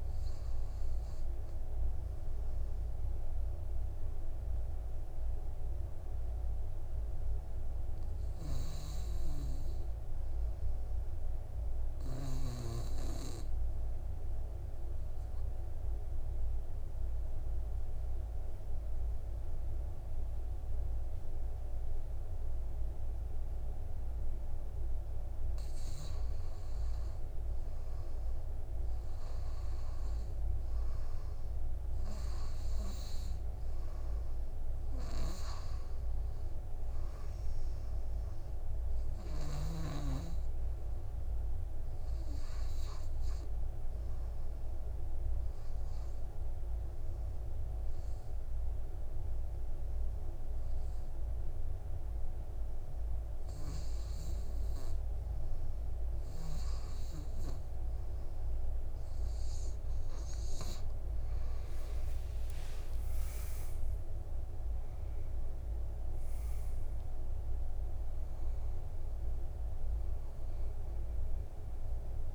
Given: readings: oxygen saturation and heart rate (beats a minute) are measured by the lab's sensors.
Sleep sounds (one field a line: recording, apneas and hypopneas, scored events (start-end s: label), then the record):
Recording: breathing in sleep, hard to hear, by a room microphone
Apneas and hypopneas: 2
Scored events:
2.00-24.00 s: oxygen desaturation (device-marked, oxygen 96% before, 84% lowest, heart rate 61 before, 54 extreme)
15.50-27.00 s: obstructive apnea (oxygen 96% before, 79% lowest, heart rate 62 before, 54 extreme, up 1 after)
29.50-33.50 s: arousal
37.00-65.00 s: oxygen desaturation (device-marked, oxygen 93% before, 79% lowest, heart rate 60 before, 60 extreme)
43.00-58.50 s: obstructive apnea (oxygen 93% before, 79% lowest, heart rate 62 before, 60 extreme, up 6 after)
62.00-67.00 s: arousal
From the record:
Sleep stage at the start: REM sleep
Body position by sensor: on the back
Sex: male